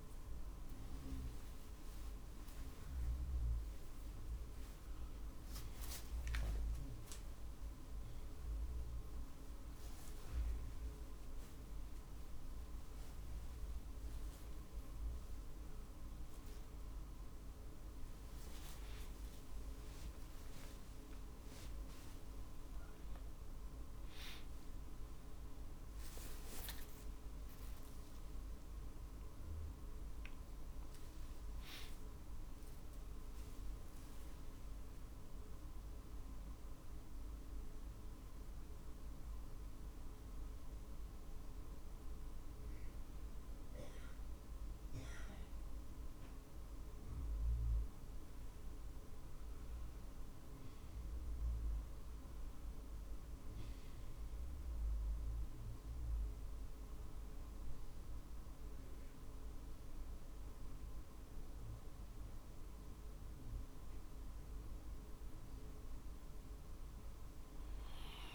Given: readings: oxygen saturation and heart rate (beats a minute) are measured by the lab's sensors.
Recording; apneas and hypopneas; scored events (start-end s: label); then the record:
a person awake in a sleep study, hard to hear, by a room microphone; none
0.00-3.00 s: drop in pulse transit time (device-marked, heart rate 55 extreme)
21.00-23.00 s: long interval between heartbeats (device-marked, heart rate 55 before, 74 extreme)
52.50-54.50 s: long interval between heartbeats (device-marked, heart rate 50 before, 53 extreme)
From the record:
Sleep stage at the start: awake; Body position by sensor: on the back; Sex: male